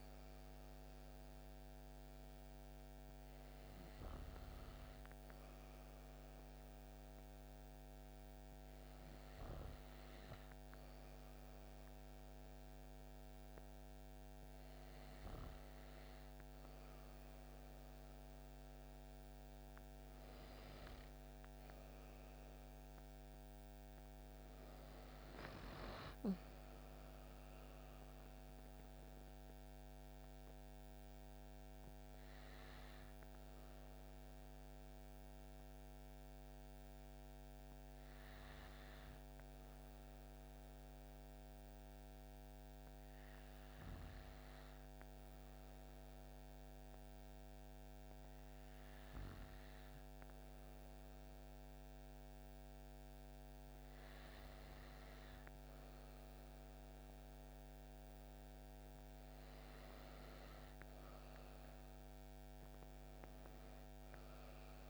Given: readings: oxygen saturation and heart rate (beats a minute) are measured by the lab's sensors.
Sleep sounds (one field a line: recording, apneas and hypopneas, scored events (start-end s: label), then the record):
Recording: breathing in sleep, hard to hear, by a microphone on the trachea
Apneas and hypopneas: 1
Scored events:
24.00-27.50 s: arousal
38.00-53.50 s: hypopnea (oxygen 94% before, 93% lowest)
62.00-64.90 s: arousal
From the record:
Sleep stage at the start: N2 (light sleep)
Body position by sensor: on the back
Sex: female